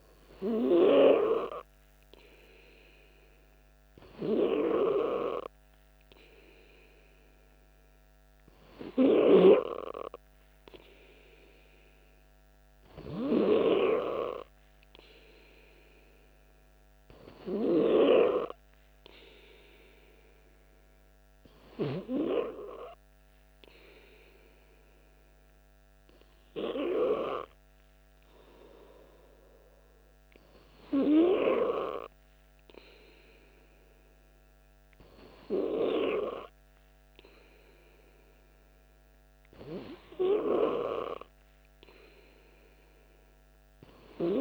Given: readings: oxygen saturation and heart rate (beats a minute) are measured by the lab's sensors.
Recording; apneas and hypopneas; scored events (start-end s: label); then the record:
breathing in sleep by a microphone on the trachea; none
none scored
From the record:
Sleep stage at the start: N2 (light sleep); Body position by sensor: on the back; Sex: male